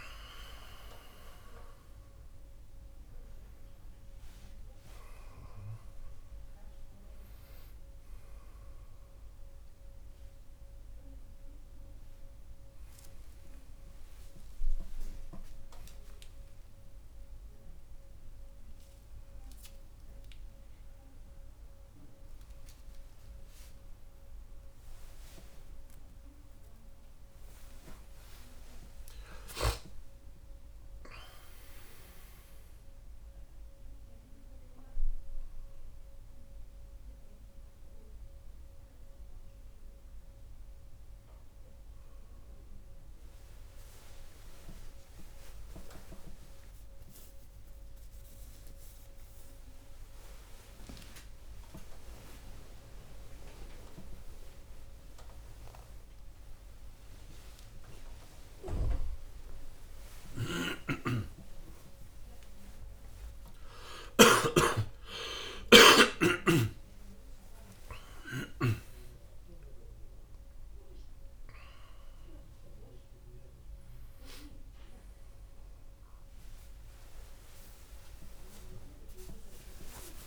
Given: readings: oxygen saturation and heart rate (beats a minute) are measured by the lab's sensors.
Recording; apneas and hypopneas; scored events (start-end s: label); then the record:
a person awake in a sleep study, by a room microphone; none
none scored
From the record:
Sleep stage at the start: awake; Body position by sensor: on the back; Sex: male